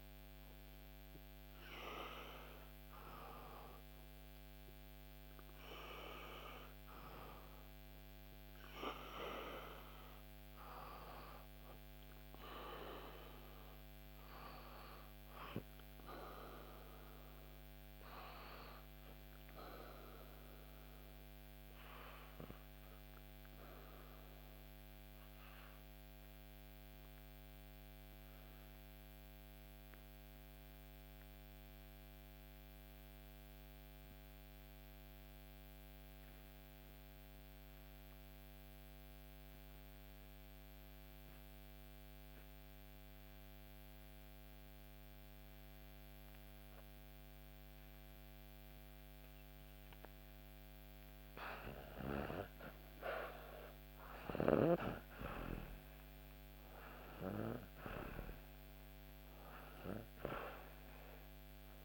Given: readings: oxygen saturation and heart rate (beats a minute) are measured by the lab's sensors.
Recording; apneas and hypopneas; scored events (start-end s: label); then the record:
breathing in sleep by a microphone on the trachea; 1
0.00-2.50 s: oxygen desaturation (device-marked, oxygen 92% lowest, heart rate 63 extreme)
10.50-14.50 s: arousal
27.00-49.50 s: obstructive apnea (oxygen 97% before, 88% lowest, heart rate 65 before, 62 extreme, up 1 after)
46.50-61.84 s: oxygen desaturation (device-marked, oxygen 97% before, 88% lowest, heart rate 63 before, 62 extreme)
50.50-55.50 s: arousal
From the record:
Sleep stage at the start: REM sleep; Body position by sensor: on the back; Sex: female